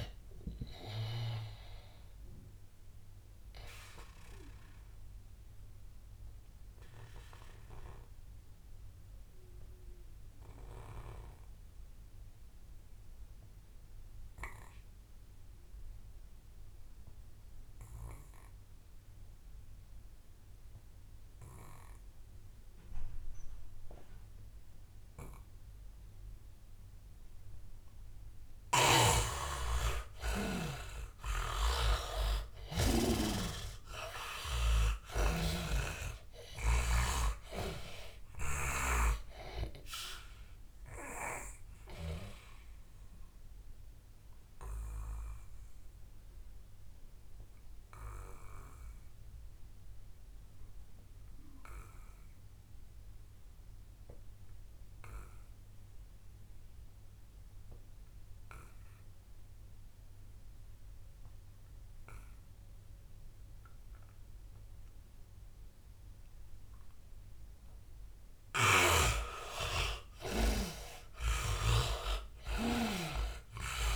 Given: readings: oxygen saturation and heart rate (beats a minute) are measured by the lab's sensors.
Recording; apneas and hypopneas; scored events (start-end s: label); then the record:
breathing in sleep by a room microphone; 2
0.00-9.00 s: oxygen desaturation (device-marked, oxygen 75% lowest, heart rate 76 extreme)
3.50-28.00 s: obstructive apnea (oxygen 98% before, 75% lowest, heart rate 89 before, 82 extreme, up 11 after)
21.00-53.00 s: oxygen desaturation (device-marked, oxygen 100% before, 79% lowest, heart rate 86 before, 81 extreme)
28.50-33.00 s: snoring (device-marked)
31.00-35.00 s: arousal
35.00-39.00 s: snoring (device-marked)
41.00-67.00 s: obstructive apnea (oxygen 100% before, 77% lowest, heart rate 90 before, 81 extreme, up 10 after)
62.00-73.95 s: oxygen desaturation (device-marked, oxygen 100% before, 77% lowest, heart rate 88 before, 77 extreme)
68.50-72.00 s: snoring (device-marked)
70.50-73.95 s: arousal
From the record:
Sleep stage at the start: N2 (light sleep); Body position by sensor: on the back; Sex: male